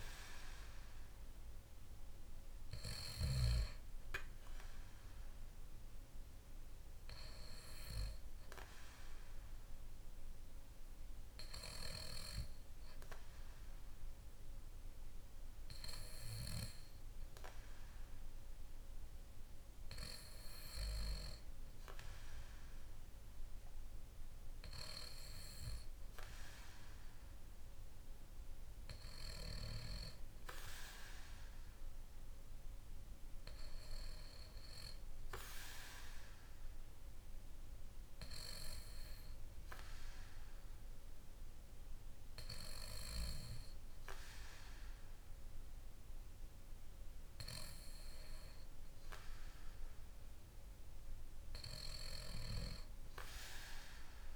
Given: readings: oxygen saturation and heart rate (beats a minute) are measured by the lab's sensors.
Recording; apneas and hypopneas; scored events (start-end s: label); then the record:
breathing in sleep by a room microphone; none
10.50-14.00 s: arousal
From the record:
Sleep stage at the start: N2 (light sleep); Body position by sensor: on the back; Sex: male